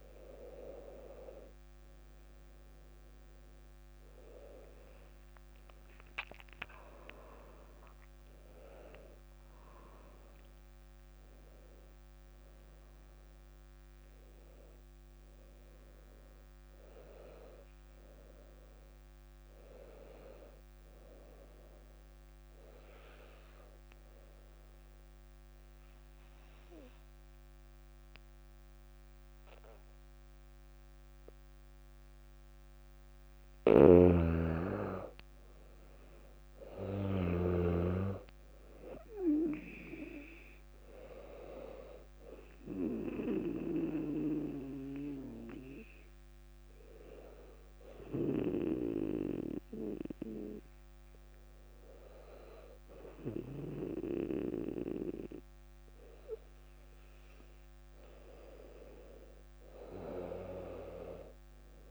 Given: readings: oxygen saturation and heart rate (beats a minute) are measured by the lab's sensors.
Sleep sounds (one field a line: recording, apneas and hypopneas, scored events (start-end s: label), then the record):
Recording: breathing in sleep by a microphone on the trachea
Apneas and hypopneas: 2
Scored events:
5.00-9.50 s: arousal
8.00-21.00 s: drop in pulse transit time (device-marked, heart rate 62 before, 61 extreme)
21.50-33.00 s: obstructive apnea (oxygen 98% before, 93% lowest, heart rate 64 before, 60 extreme, up 3 after)
33.50-38.00 s: snoring (device-marked)
36.00-39.50 s: arousal
40.00-60.00 s: oxygen desaturation (device-marked, oxygen 99% before, 93% lowest, heart rate 61 before, 58 extreme)
44.00-57.50 s: hypopnea (oxygen 99% before, 93% lowest, heart rate 62 before, 58 extreme, up 0 after)
60.50-61.91 s: arousal
From the record:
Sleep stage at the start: N2 (light sleep)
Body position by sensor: on the back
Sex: female